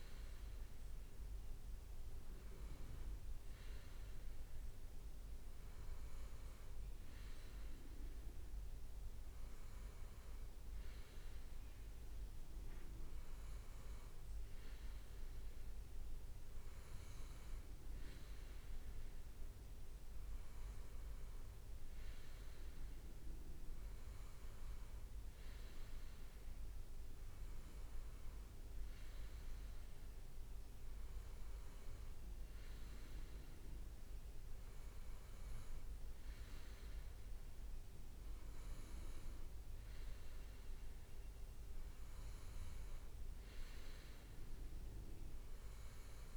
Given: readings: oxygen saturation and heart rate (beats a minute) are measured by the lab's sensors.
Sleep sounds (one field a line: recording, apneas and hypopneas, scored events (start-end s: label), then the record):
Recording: breathing in sleep, hard to hear, by a room microphone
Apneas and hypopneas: none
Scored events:
0.00-3.50 s: leg movement (device-marked)
10.50-18.50 s: leg movement (device-marked)
35.00-36.50 s: leg movement (device-marked)
From the record:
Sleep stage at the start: N2 (light sleep)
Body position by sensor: on the right side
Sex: male